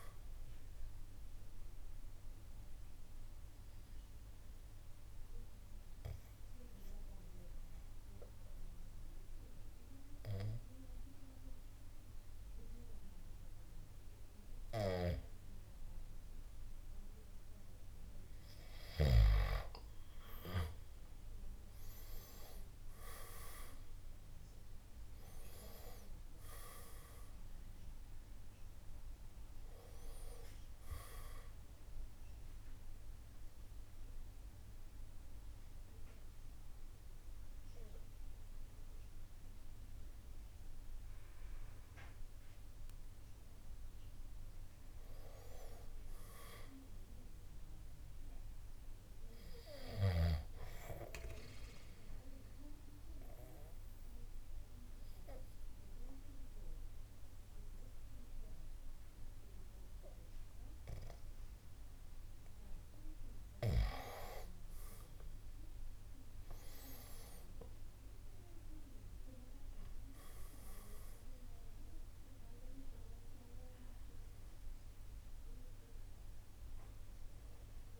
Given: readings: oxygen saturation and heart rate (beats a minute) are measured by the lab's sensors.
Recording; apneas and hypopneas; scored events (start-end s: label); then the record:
breathing in sleep by a room microphone; 3
0.00-4.00 s: drop in pulse transit time (device-marked, heart rate 63 extreme)
0.00-18.00 s: oxygen desaturation (device-marked, oxygen 90% lowest, heart rate 58 extreme)
0.50-18.50 s: obstructive apnea (oxygen 96% before, 89% lowest, heart rate 62 before, 58 extreme, up 5 after)
21.50-25.50 s: arousal
24.00-34.00 s: drop in pulse transit time (device-marked, heart rate 61 before, 63 extreme)
28.00-50.00 s: oxygen desaturation (device-marked, oxygen 97% before, 89% lowest, heart rate 62 before, 59 extreme)
32.00-43.00 s: central apnea (oxygen 97% before, 89% lowest, heart rate 63 before, 59 extreme, up 4 after)
44.50-48.00 s: arousal
50.50-63.00 s: obstructive apnea (oxygen 97% before, 89% lowest, heart rate 62 before, 59 extreme, up 5 after)
63.00-70.00 s: oxygen desaturation (device-marked, oxygen 97% before, 93% lowest, heart rate 61 before, 60 extreme)
65.00-68.50 s: arousal
68.00-78.00 s: drop in pulse transit time (device-marked, heart rate 61 before, 63 extreme)
76.00-78.00 s: oxygen desaturation (device-marked, oxygen 95% before, 89% lowest, heart rate 62 before, 60 extreme)
From the record:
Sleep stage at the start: N2 (light sleep); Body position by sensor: on the back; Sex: male